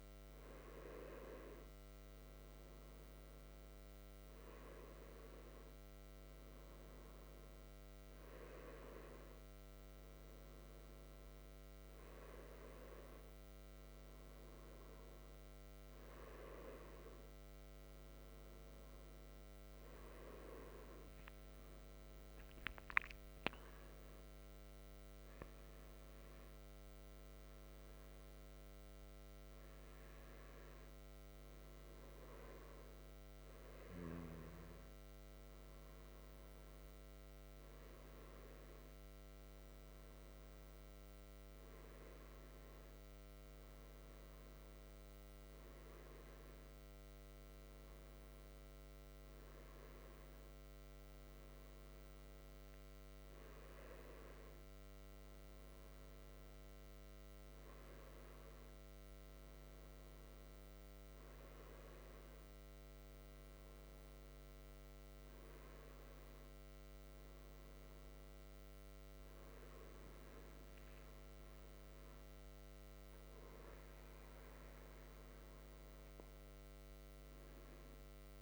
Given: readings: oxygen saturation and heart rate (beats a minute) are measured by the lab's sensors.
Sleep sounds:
breathing in sleep, hard to hear, by a microphone on the trachea; none
21.00-25.00 s: arousal
From the record:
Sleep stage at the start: N1 (lightest sleep); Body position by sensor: on the right side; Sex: male

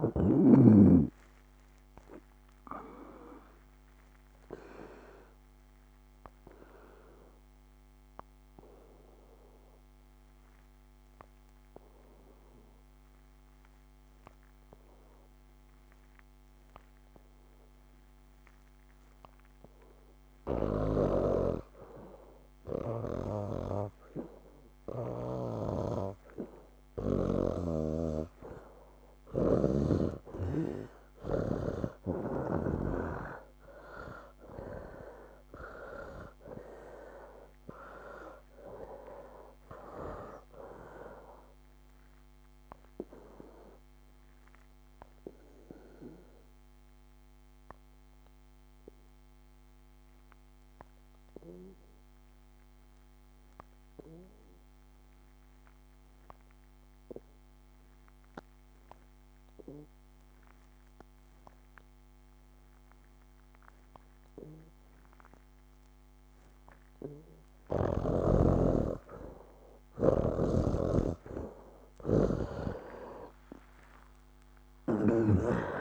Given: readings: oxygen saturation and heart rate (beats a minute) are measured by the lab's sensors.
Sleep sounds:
breathing in sleep by a microphone on the trachea; 2
0.00-19.00 s: oxygen desaturation (device-marked, oxygen 88% lowest, heart rate 63 extreme)
2.00-26.00 s: obstructive apnea (oxygen 97% before, 83% lowest, heart rate 67 before, 63 extreme, up 10 after)
30.00-59.00 s: oxygen desaturation (device-marked, oxygen 98% before, 87% lowest, heart rate 65 before, 64 extreme)
33.00-38.00 s: arousal
43.00-68.50 s: obstructive apnea (oxygen 98% before, 78% lowest, heart rate 72 before, 64 extreme, up 22 after)
67.00-75.81 s: oxygen desaturation (device-marked, oxygen 98% before, 78% lowest, heart rate 67 before, 61 extreme)
73.50-75.81 s: arousal
From the record:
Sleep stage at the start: N2 (light sleep); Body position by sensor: on the back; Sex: male

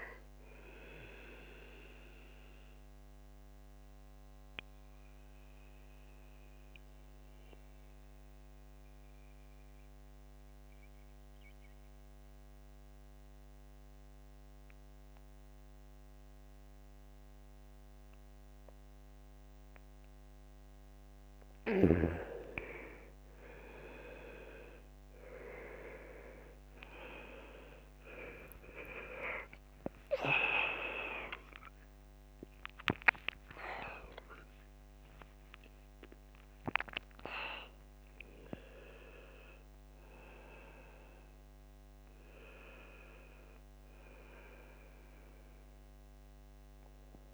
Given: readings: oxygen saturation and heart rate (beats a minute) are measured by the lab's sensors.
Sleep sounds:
breathing in sleep by a microphone on the trachea; 1
0.00-15.00 s: oxygen desaturation (device-marked, oxygen 87% lowest, heart rate 64 extreme)
2.50-20.50 s: central apnea (oxygen 97% before, 86% lowest, heart rate 69 before, 64 extreme, up 34 after)
23.00-47.34 s: new sleep stage, N1 (lightest sleep)
26.00-38.00 s: oxygen desaturation (device-marked, oxygen 98% before, 89% lowest, heart rate 70 before, 67 extreme)
28.50-34.50 s: arousal
30.50-32.50 s: long interval between heartbeats (device-marked, heart rate 76 before, 135 extreme)
46.00-47.34 s: oxygen desaturation (device-marked, oxygen 92% before, 86% lowest, heart rate 112 before, 67 extreme)
From the record:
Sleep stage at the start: N2 (light sleep); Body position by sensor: on the back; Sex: male

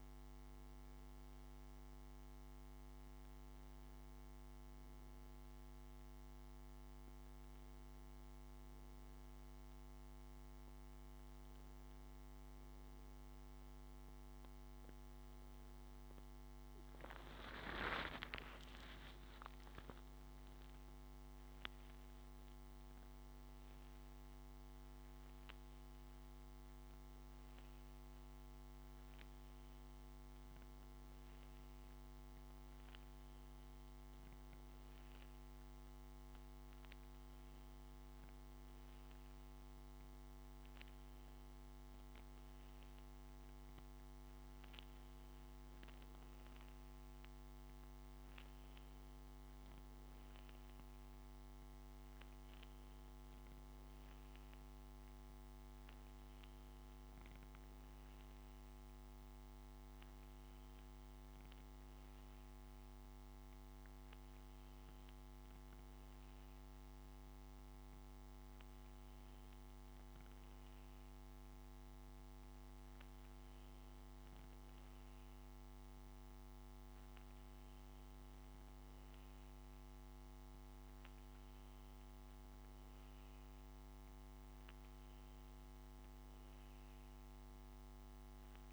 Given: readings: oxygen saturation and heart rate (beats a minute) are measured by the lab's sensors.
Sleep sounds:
breathing in sleep, hard to hear, by a microphone on the trachea; none
17.50-21.00 s: arousal
From the record:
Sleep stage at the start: N1 (lightest sleep); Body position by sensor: on the back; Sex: male

